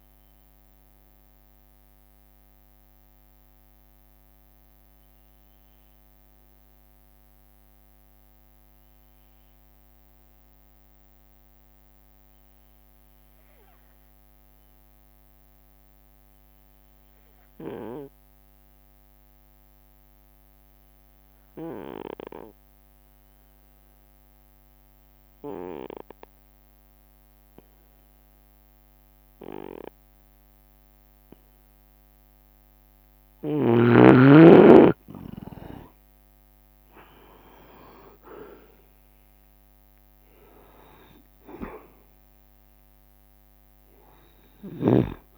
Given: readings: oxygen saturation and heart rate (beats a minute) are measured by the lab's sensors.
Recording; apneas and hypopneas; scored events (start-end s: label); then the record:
breathing in sleep by a microphone on the trachea; 1
0.00-45.38 s: bradycardia (device-marked)
2.00-32.50 s: obstructive apnea (oxygen 99% before, 92% lowest)
14.50-16.50 s: long interval between heartbeats (device-marked)
25.50-45.38 s: oxygen desaturation (device-marked, oxygen 98% before, 92% lowest)
27.50-30.50 s: leg movement (device-marked)
35.50-37.50 s: long interval between heartbeats (device-marked)
35.50-40.00 s: arousal
42.50-45.38 s: drop in pulse transit time (device-marked)
From the record:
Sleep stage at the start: N2 (light sleep); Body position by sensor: on the right side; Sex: male